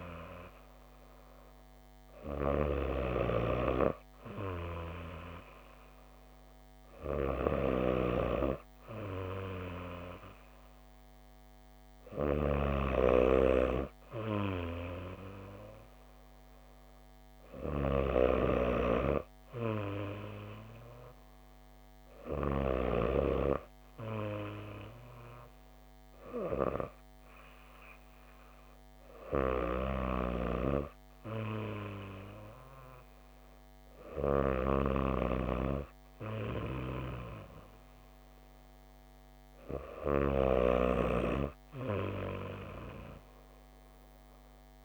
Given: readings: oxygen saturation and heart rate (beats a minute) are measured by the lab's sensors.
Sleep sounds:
breathing in sleep by a microphone on the trachea; none
none scored
From the record:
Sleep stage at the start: N2 (light sleep); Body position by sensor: on the back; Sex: female

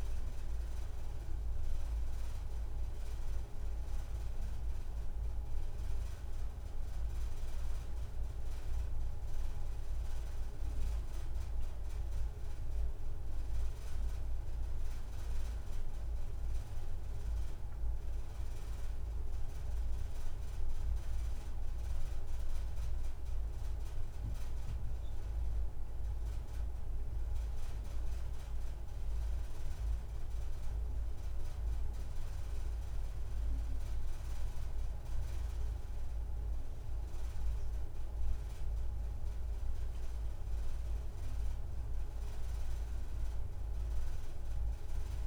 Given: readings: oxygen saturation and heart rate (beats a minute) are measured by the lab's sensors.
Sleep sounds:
breathing in sleep, hard to hear, by a room microphone; none
24.50-26.50 s: long interval between heartbeats (device-marked)
From the record:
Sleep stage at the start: N2 (light sleep); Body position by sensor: on the right side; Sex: female

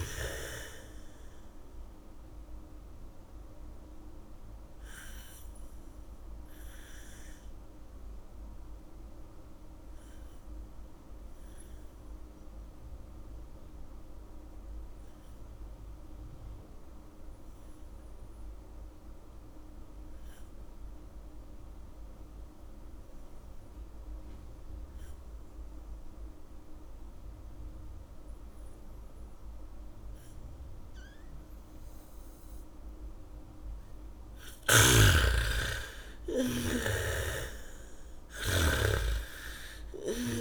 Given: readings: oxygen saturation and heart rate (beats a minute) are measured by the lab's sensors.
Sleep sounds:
breathing in sleep by a room microphone; 1
0.00-18.50 s: oxygen desaturation (device-marked, oxygen 85% lowest, heart rate 34 extreme)
3.50-32.00 s: obstructive apnea (oxygen 98% before, 81% lowest, heart rate 65 before, 34 extreme, up 2 after)
30.50-40.41 s: bradycardia (device-marked, heart rate 69 before, 34 extreme)
32.50-40.41 s: oxygen desaturation (device-marked, oxygen 98% before, 81% lowest, heart rate 70 before, 34 extreme)
34.50-40.00 s: arousal
35.00-39.00 s: snoring (device-marked)
From the record:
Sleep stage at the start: N2 (light sleep); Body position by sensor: on the back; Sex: female

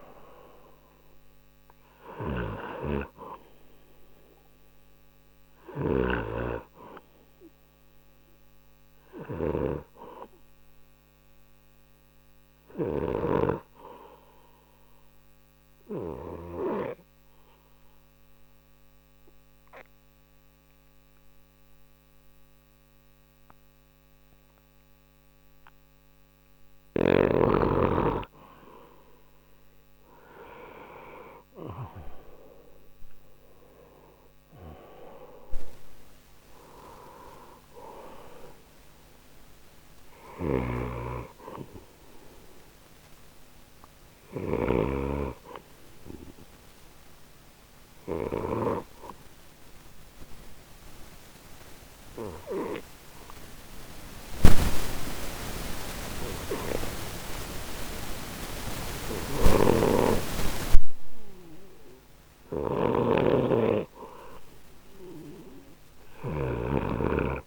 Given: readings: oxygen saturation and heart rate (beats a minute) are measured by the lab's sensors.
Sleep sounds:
breathing in sleep by a microphone on the trachea; 2
0.00-18.50 s: oxygen desaturation (device-marked, oxygen 89% lowest, heart rate 40 extreme)
2.00-13.00 s: snoring (device-marked)
15.00-27.00 s: obstructive apnea (oxygen 94% before, 91% lowest, heart rate 52 before, 40 extreme, up 7 after)
31.00-36.00 s: arousal
33.50-55.50 s: oxygen desaturation (device-marked, oxygen 96% before, 92% lowest, heart rate 50 before, 26 extreme)
40.00-48.50 s: snoring (device-marked)
48.00-59.50 s: obstructive apnea (oxygen 97% before, 92% lowest, heart rate 50 before, 26 extreme, up 17 after)
59.00-66.50 s: snoring (device-marked)
61.50-65.50 s: arousal
From the record:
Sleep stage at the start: N2 (light sleep); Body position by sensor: on the right side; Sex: male

